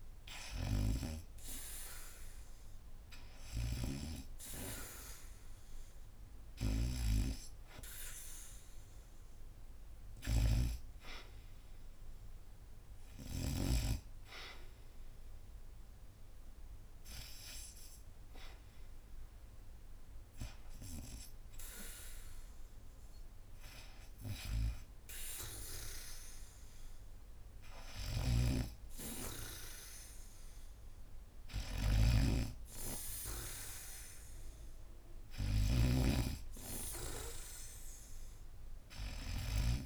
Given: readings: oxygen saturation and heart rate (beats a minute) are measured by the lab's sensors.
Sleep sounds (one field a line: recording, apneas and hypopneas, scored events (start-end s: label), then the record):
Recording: breathing in sleep by a room microphone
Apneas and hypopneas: none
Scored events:
0.00-19.50 s: oxygen desaturation (device-marked, oxygen 78% lowest, heart rate 82 extreme)
27.50-35.50 s: snoring (device-marked)
29.50-34.00 s: arousal
From the record:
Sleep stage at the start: N2 (light sleep)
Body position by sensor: on the back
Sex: female